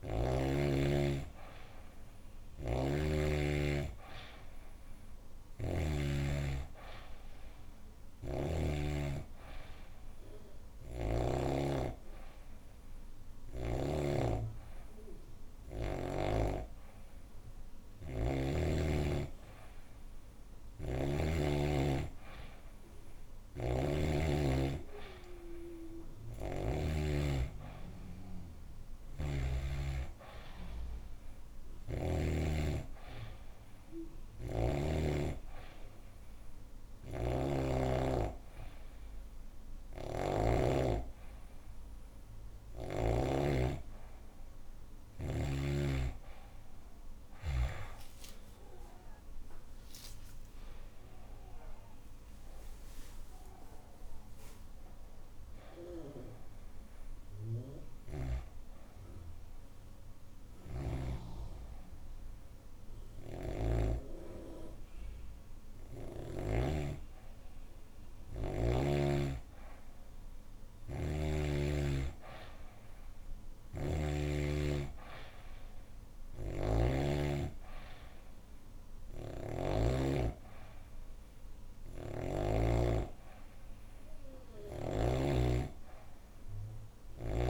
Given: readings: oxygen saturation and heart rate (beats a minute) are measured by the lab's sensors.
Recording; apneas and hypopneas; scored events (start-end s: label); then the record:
breathing in sleep by a room microphone; 3
2.00-8.50 s: snoring (device-marked)
5.00-11.00 s: bradycardia (device-marked, heart rate 123 before, 48 extreme)
9.00-19.00 s: obstructive apnea (oxygen 96% before, 91% lowest, heart rate 113 before, 79 extreme)
20.00-23.50 s: arousal
23.00-26.50 s: snoring (device-marked)
28.50-32.00 s: snoring (device-marked)
35.00-45.50 s: hypopnea (oxygen 94% before, 91% lowest, heart rate 138 before, 66 extreme)
36.50-43.00 s: snoring (device-marked)
48.00-51.50 s: arousal
52.00-64.00 s: oxygen desaturation (device-marked, oxygen 94% before, 91% lowest, heart rate 110 before, 66 extreme)
58.00-69.00 s: obstructive apnea (oxygen 94% before, 91% lowest, heart rate 100 before, 66 extreme)
60.00-66.50 s: snoring (device-marked)
71.50-74.50 s: arousal
76.00-79.50 s: snoring (device-marked)
76.00-86.00 s: oxygen desaturation (device-marked, oxygen 96% before, 92% lowest, heart rate 103 before, 78 extreme)
86.50-87.50 s: snoring (device-marked)
From the record:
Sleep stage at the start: N2 (light sleep); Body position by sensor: on the back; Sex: female